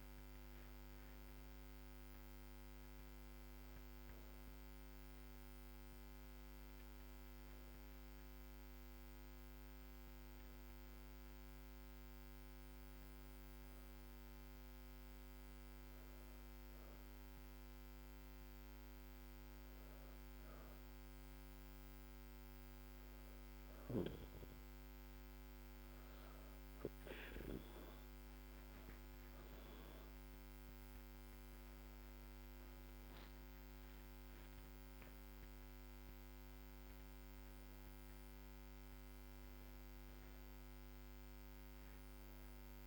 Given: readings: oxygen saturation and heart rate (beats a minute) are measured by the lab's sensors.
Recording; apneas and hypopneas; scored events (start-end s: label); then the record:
breathing in sleep, hard to hear, by a microphone on the trachea; none
29.00-33.50 s: arousal
From the record:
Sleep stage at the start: N2 (light sleep); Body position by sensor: on the back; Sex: female